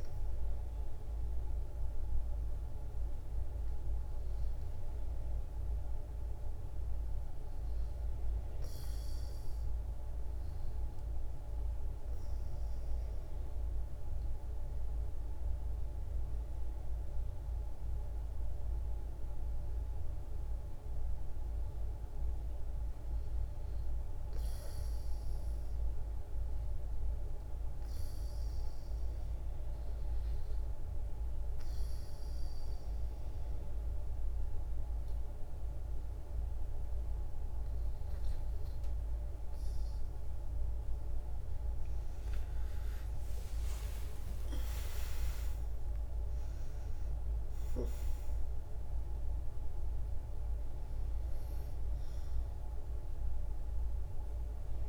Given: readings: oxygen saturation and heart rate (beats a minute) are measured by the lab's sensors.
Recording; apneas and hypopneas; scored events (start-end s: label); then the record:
breathing in sleep, hard to hear, by a room microphone; 2
0.00-23.00 s: oxygen desaturation (device-marked, oxygen 86% lowest, heart rate 68 extreme)
11.00-22.00 s: obstructive apnea (oxygen 93% before, 82% lowest, heart rate 68 before, 71 extreme, up 4 after)
23.50-27.50 s: arousal
25.00-41.00 s: oxygen desaturation (device-marked, oxygen 88% before, 82% lowest, heart rate 71 before, 70 extreme)
31.00-41.00 s: obstructive apnea (oxygen 89% before, 82% lowest, heart rate 72 before, 70 extreme, up 24 after)
41.50-45.50 s: arousal
53.00-54.89 s: oxygen desaturation (device-marked, oxygen 89% before, 83% lowest, heart rate 85 before, 61 extreme)
From the record:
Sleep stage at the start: REM sleep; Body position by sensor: on the back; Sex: female